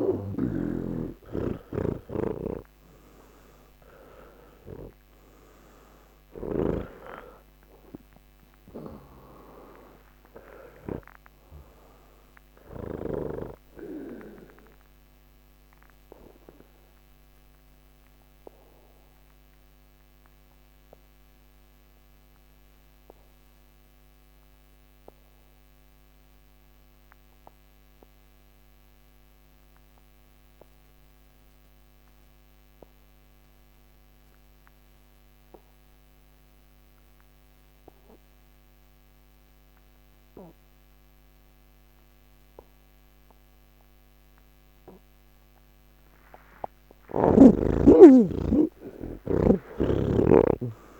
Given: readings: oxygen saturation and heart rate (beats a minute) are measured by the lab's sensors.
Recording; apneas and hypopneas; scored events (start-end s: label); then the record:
breathing in sleep by a microphone on the trachea; 1
0.00-26.50 s: oxygen desaturation (device-marked, oxygen 80% lowest)
1.50-7.00 s: snoring (device-marked)
15.00-45.50 s: obstructive apnea (oxygen 99% before, 80% lowest)
43.50-51.00 s: oxygen desaturation (device-marked, oxygen 97% before, 80% lowest)
From the record:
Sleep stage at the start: N1 (lightest sleep); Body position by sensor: on the back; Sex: male